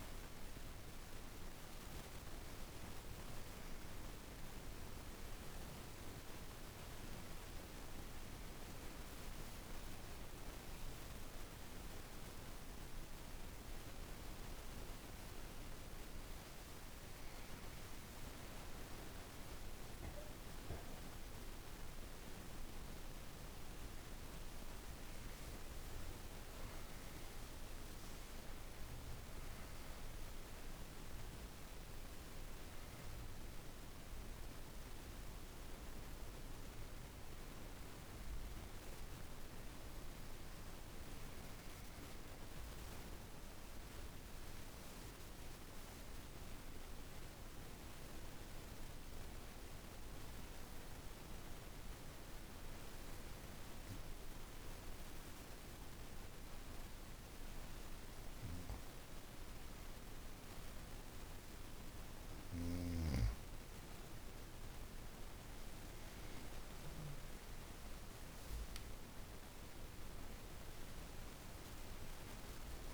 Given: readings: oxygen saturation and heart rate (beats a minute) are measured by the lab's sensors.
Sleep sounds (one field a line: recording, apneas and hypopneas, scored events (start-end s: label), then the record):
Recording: breathing in sleep, hard to hear, by a room microphone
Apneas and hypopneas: 2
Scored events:
0.00-6.00 s: oxygen desaturation (device-marked, oxygen 88% lowest, heart rate 49 extreme)
2.00-18.50 s: obstructive apnea (oxygen 96% before, 86% lowest, heart rate 54 before, 48 extreme, up 15 after)
20.00-46.00 s: oxygen desaturation (device-marked, oxygen 98% before, 90% lowest, heart rate 52 before, 48 extreme)
21.50-26.00 s: arousal
39.00-62.00 s: obstructive apnea (oxygen 98% before, 84% lowest, heart rate 67 before, 48 extreme, up 4 after)
61.00-72.94 s: oxygen desaturation (device-marked, oxygen 98% before, 84% lowest, heart rate 50 before, 48 extreme)
64.50-69.00 s: arousal
From the record:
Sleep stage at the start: N2 (light sleep)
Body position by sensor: on the back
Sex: female